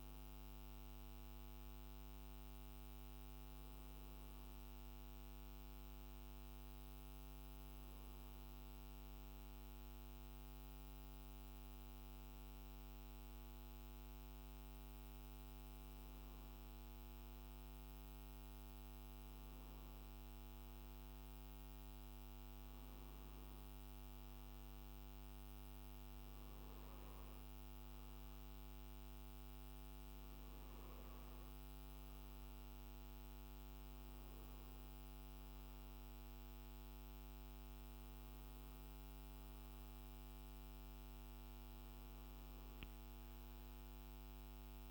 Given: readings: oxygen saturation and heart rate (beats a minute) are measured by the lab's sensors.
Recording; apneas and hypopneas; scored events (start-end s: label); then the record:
breathing in sleep, hard to hear, by a microphone on the trachea; none
42.50-44.50 s: long interval between heartbeats (device-marked, heart rate 57 before, 63 extreme)
From the record:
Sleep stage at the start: N2 (light sleep); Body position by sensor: on the right side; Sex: male